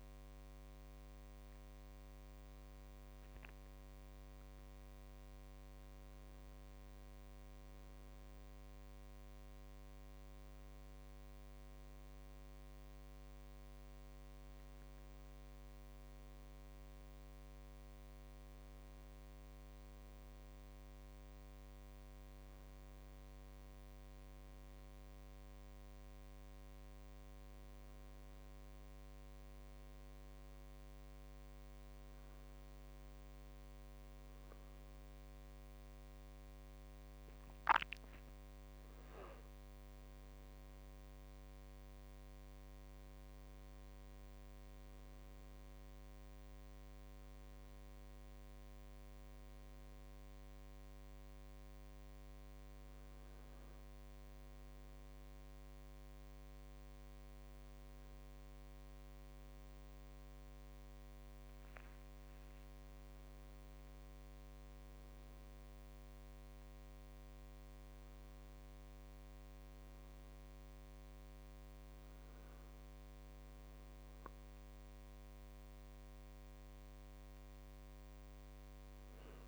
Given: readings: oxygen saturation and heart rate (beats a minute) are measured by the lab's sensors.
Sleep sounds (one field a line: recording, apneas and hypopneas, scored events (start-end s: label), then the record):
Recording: a person awake in a sleep study, hard to hear, by a microphone on the trachea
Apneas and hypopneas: none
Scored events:
1.00-3.00 s: long interval between heartbeats (device-marked, heart rate 53 before, 61 extreme)
16.00-18.00 s: long interval between heartbeats (device-marked, heart rate 59 before, 86 extreme)
33.00-36.50 s: arousal
76.50-79.48 s: new sleep stage, N1 (lightest sleep)
From the record:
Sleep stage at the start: awake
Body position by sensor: on the right side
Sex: male